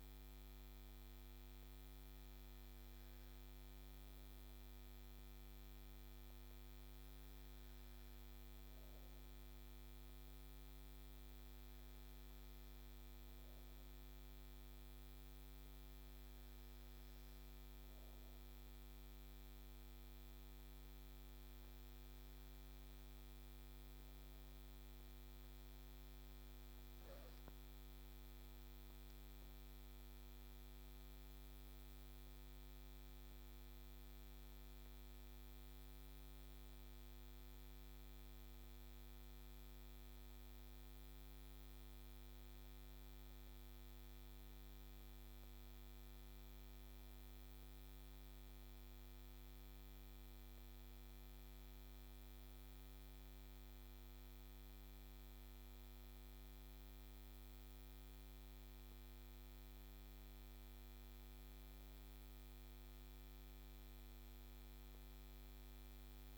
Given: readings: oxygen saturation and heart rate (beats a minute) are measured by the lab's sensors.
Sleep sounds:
breathing in sleep, hard to hear, by a microphone on the trachea; none
30.00-34.00 s: arousal
From the record:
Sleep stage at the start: N2 (light sleep); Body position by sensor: on the back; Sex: female

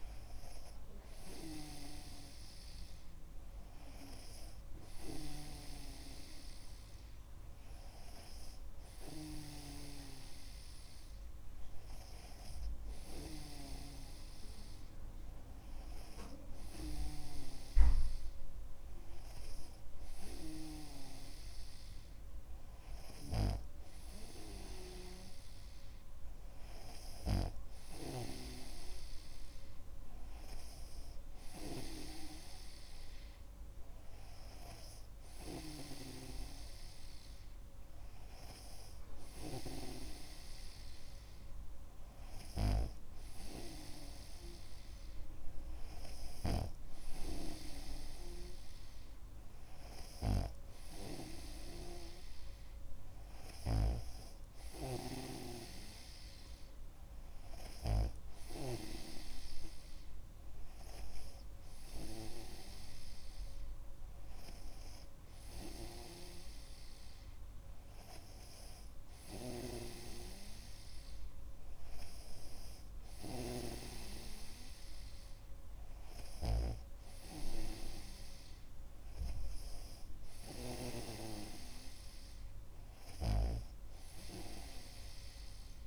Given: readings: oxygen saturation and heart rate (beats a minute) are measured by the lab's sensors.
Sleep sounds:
breathing in sleep by a room microphone; none
83.50-85.87 s: snoring (device-marked)
From the record:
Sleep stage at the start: N2 (light sleep); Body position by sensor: on the back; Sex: male

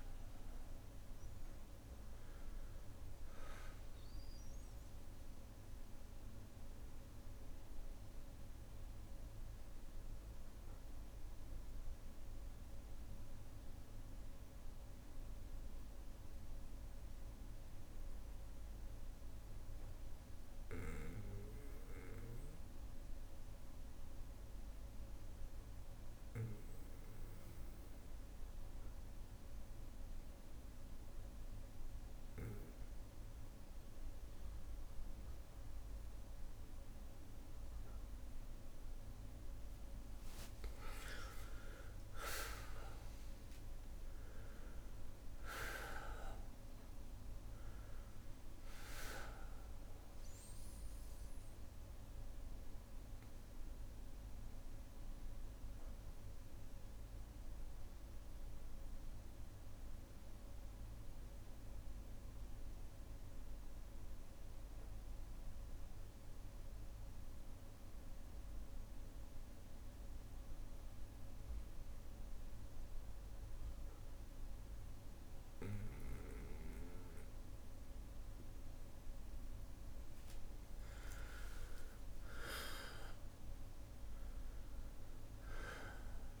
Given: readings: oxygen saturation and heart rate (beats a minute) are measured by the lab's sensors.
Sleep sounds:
breathing in sleep by a room microphone; 2
0.00-20.00 s: oxygen desaturation (device-marked, oxygen 92% lowest, heart rate 57 extreme)
4.00-37.00 s: bradycardia (device-marked, heart rate 61 before, 57 extreme)
8.00-39.00 s: obstructive apnea (oxygen 99% before, 92% lowest, heart rate 64 before, 56 extreme, up 3 after)
40.00-69.00 s: oxygen desaturation (device-marked, oxygen 98% before, 92% lowest, heart rate 59 before, 55 extreme)
40.50-46.00 s: arousal
51.00-78.00 s: bradycardia (device-marked, heart rate 61 before, 55 extreme)
53.00-79.00 s: obstructive apnea (oxygen 99% before, 92% lowest, heart rate 60 before, 55 extreme, up 5 after)
81.00-85.50 s: arousal
83.00-86.40 s: oxygen desaturation (device-marked, oxygen 98% before, 93% lowest, heart rate 57 before, 56 extreme)
From the record:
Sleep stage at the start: N2 (light sleep); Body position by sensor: on the back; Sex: male

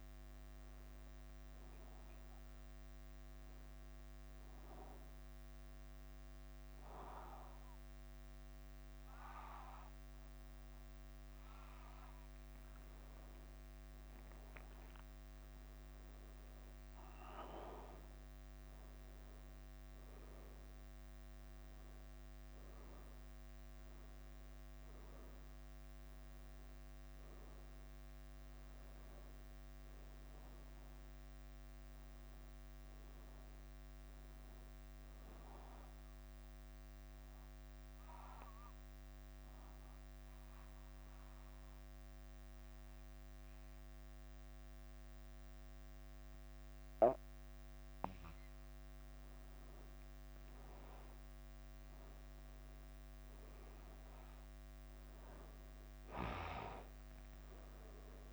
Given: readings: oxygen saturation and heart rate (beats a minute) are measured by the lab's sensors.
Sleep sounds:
breathing in sleep by a microphone on the trachea; 2
0.00-58.33 s: bradycardia (device-marked, heart rate 44 extreme)
3.00-14.00 s: hypopnea (oxygen 99% before, 96% lowest, heart rate 55 before, 54 extreme, up 4 after)
17.00-21.50 s: arousal
37.00-49.00 s: obstructive apnea (oxygen 99% before, 96% lowest, heart rate 57 before, 46 extreme, up 8 after)
39.50-58.33 s: new sleep stage, N2 (light sleep)
52.00-56.50 s: arousal
From the record:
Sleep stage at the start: N1 (lightest sleep); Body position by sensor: on the back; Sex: male

